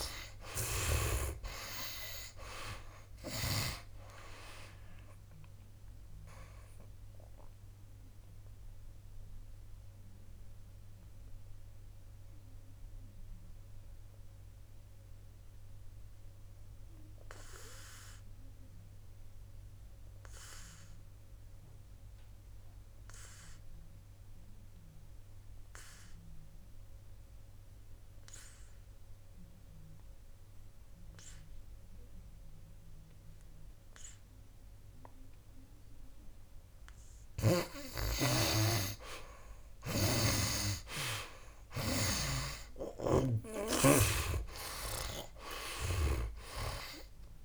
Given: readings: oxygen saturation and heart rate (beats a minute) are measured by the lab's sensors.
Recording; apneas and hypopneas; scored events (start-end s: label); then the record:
breathing in sleep by a room microphone; 1
0.00-3.50 s: arousal
0.00-4.00 s: snoring (device-marked)
0.00-31.50 s: oxygen desaturation (device-marked, oxygen 75% lowest, heart rate 57 extreme)
8.50-38.00 s: obstructive apnea (oxygen 97% before, 70% lowest, heart rate 71 before, 57 extreme, up 17 after)
33.50-47.45 s: oxygen desaturation (device-marked, oxygen 96% before, 70% lowest, heart rate 61 before, 61 extreme)
41.00-44.50 s: arousal
42.50-46.50 s: snoring (device-marked)
From the record:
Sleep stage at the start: N2 (light sleep); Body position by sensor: on the back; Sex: male